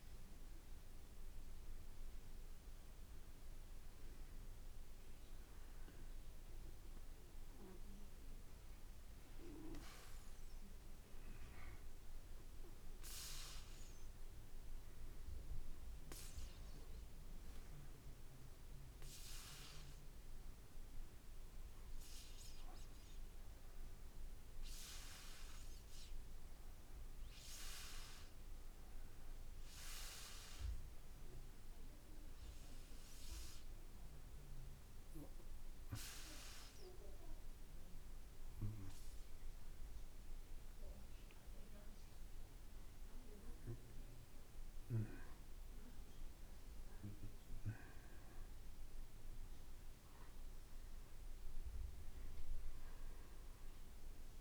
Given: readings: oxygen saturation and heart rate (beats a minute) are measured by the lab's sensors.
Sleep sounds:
breathing in sleep by a room microphone; 2
8.00-19.00 s: hypopnea (oxygen 95% before, 92% lowest, heart rate 57 before, 56 extreme, up 2 after)
23.50-28.50 s: arousal
35.00-46.50 s: hypopnea (oxygen 95% before, 92% lowest, heart rate 57 before, 58 extreme, up 1 after)
50.50-54.41 s: arousal
From the record:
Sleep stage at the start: N2 (light sleep); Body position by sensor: on the back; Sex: male

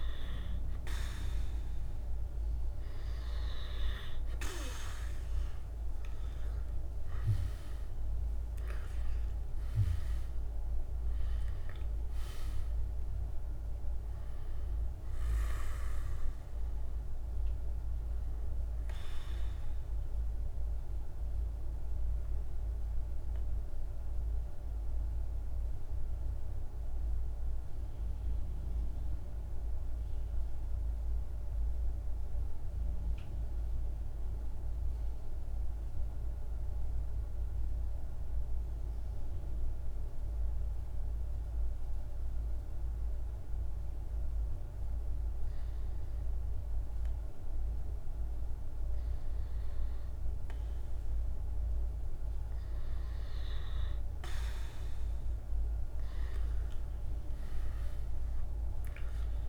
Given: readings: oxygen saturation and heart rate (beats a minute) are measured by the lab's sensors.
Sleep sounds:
breathing in sleep, hard to hear, by a room microphone; 1
0.00-0.50 s: arousal
0.00-33.00 s: oxygen desaturation (device-marked, oxygen 99% before, 90% lowest, heart rate 47 before, 45 extreme)
22.50-50.00 s: mixed apnea (oxygen 97% before, 91% lowest, heart rate 51 before, 45 extreme, up 6 after)
48.00-59.49 s: oxygen desaturation (device-marked, oxygen 99% before, 91% lowest, heart rate 47 before, 46 extreme)
54.50-57.50 s: arousal
From the record:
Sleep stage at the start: N2 (light sleep); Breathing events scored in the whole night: 321 in 7.1 hours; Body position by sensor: on the back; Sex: male

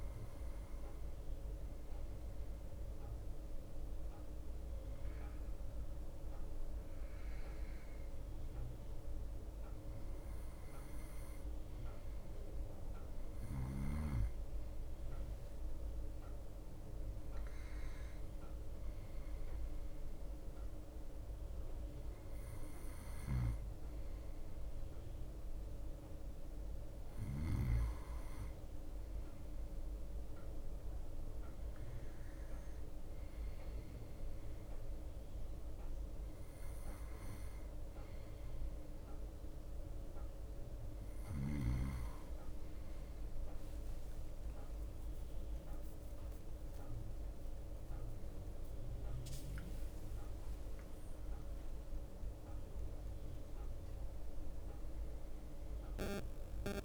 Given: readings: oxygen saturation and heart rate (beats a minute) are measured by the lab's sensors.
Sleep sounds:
breathing in sleep, hard to hear, by a room microphone; none
0.00-12.00 s: drop in pulse transit time (device-marked, heart rate 59 before, 59 extreme)
8.00-15.00 s: bradycardia (device-marked, heart rate 47 before, 58 extreme)
23.50-28.00 s: snoring (device-marked)
35.00-40.00 s: bradycardia (device-marked, heart rate 51 before, 58 extreme)
43.00-45.00 s: long interval between heartbeats (device-marked, heart rate 60 before, 68 extreme)
45.50-50.00 s: arousal
48.00-56.85 s: drop in pulse transit time (device-marked, heart rate 62 before, 63 extreme)
52.00-54.00 s: long interval between heartbeats (device-marked, heart rate 64 before, 73 extreme)
From the record:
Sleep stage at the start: N2 (light sleep); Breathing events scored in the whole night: 130 in 4.3 hours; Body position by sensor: on the right side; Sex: male

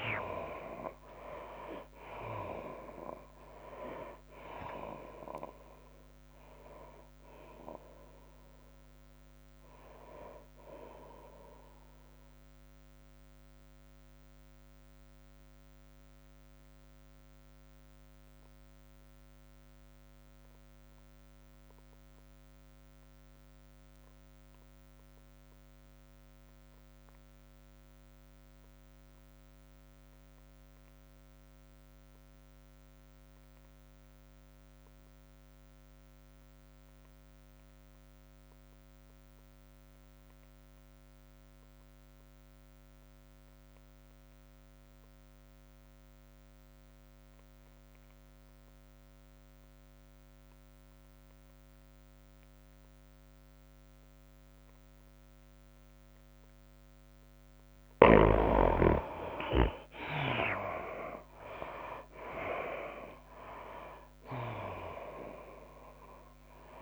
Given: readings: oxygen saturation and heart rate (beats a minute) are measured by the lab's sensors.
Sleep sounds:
breathing in sleep by a microphone on the trachea; 1
0.00-1.50 s: arousal
0.00-17.00 s: oxygen desaturation (device-marked, oxygen 73% lowest, heart rate 85 extreme)
1.00-16.00 s: drop in pulse transit time (device-marked, heart rate 91 before, 90 extreme)
3.00-16.00 s: tachycardia (device-marked, heart rate 95 before, 106 extreme)
14.50-57.50 s: obstructive apnea (oxygen 98% before, 59% lowest, heart rate 96 before, 57 extreme, up 39 after)
29.00-66.82 s: oxygen desaturation (device-marked, oxygen 98% before, 59% lowest, heart rate 101 before, 57 extreme)
43.50-45.50 s: long interval between heartbeats (device-marked, heart rate 92 before, 82 extreme)
45.00-48.00 s: bradycardia (device-marked, heart rate 95 before, 62 extreme)
58.50-60.50 s: long interval between heartbeats (device-marked, heart rate 71 before, 66 extreme)
61.00-64.00 s: arousal
63.00-66.82 s: drop in pulse transit time (device-marked, heart rate 68 before, 90 extreme)
63.00-66.82 s: tachycardia (device-marked, heart rate 94 before, 111 extreme)
From the record:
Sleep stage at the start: N2 (light sleep); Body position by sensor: on the right side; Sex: female

